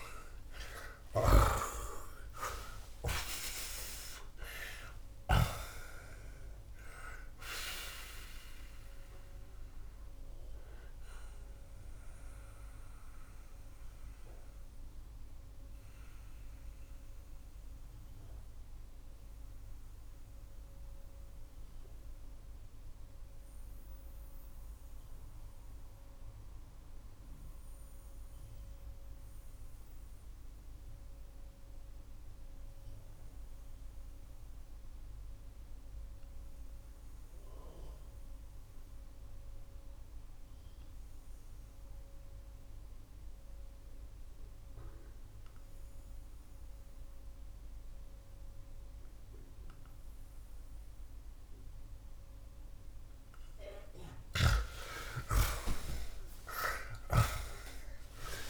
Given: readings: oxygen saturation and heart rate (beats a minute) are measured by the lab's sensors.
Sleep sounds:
breathing in sleep by a room microphone; 1
0.00-1.00 s: snoring (device-marked)
0.00-2.00 s: arousal
10.50-52.00 s: obstructive apnea (oxygen 94% before, 68% lowest)
54.00-58.50 s: snoring (device-marked)
55.50-58.50 s: arousal
From the record:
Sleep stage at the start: REM sleep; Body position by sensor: on the back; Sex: male

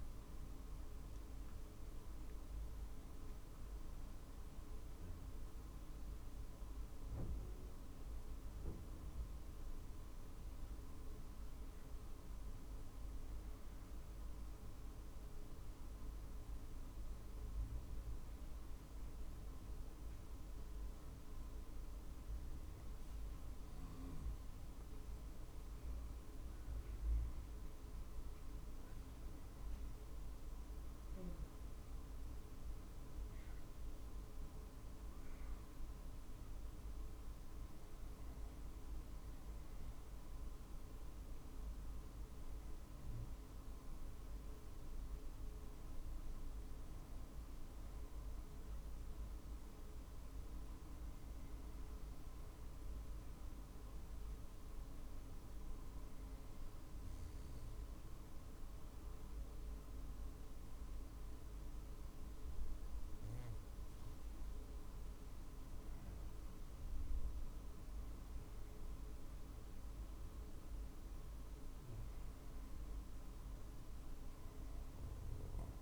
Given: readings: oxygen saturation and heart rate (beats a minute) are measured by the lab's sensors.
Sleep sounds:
a person partly awake in a sleep study, hard to hear, by a room microphone; 2
6.00-36.00 s: new sleep stage, N1 (lightest sleep)
15.00-26.00 s: hypopnea (oxygen 97% before, 94% lowest, heart rate 53 before, 48 extreme, up 3 after)
28.50-32.00 s: arousal
36.00-75.81 s: new sleep stage, N2 (light sleep)
55.50-65.50 s: hypopnea (oxygen 97% before, 94% lowest, heart rate 49 before, 47 extreme, up 3 after)
66.00-70.00 s: arousal
71.00-75.81 s: drop in pulse transit time (device-marked, heart rate 48 before, 48 extreme)
From the record:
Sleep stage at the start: awake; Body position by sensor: on the right side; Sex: male

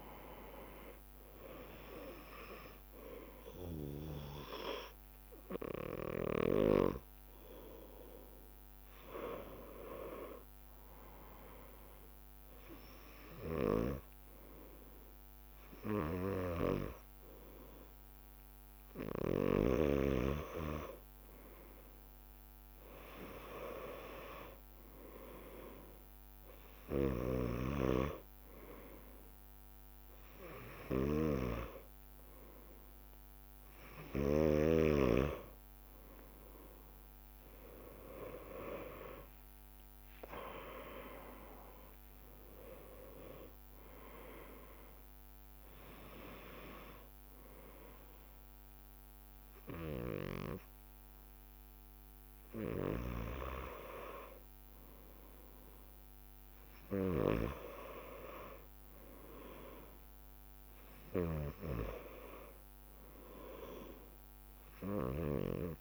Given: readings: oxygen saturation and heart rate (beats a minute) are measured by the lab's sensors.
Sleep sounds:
breathing in sleep by a microphone on the trachea; none
37.00-42.00 s: arousal
From the record:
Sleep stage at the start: N2 (light sleep); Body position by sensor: on the back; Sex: male

